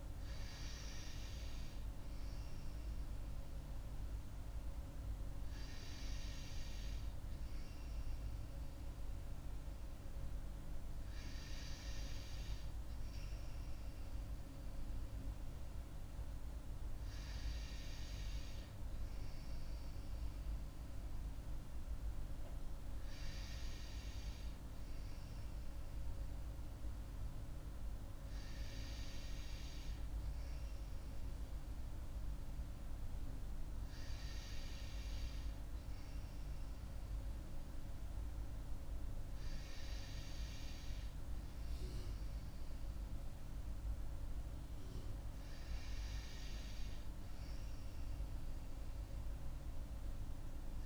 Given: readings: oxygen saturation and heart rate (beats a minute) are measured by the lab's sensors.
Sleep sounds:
breathing in sleep, hard to hear, by a room microphone; none
none scored
From the record:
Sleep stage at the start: N2 (light sleep); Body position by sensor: on the right side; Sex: female

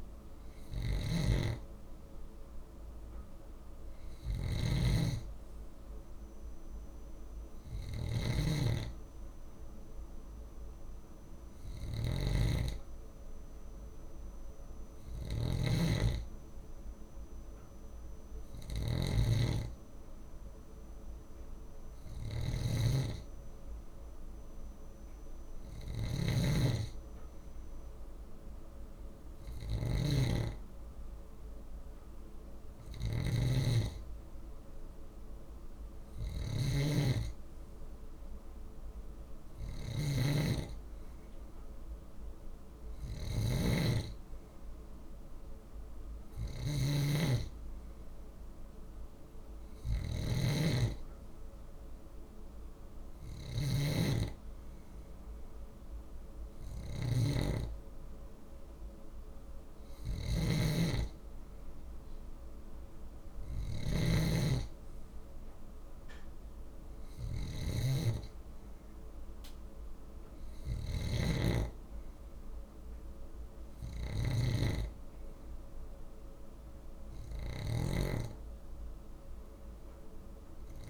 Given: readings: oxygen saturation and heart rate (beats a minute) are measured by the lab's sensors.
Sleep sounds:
breathing in sleep by a room microphone; none
0.00-80.90 s: snoring (device-marked)
From the record:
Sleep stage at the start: N2 (light sleep); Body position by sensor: on the left side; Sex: male

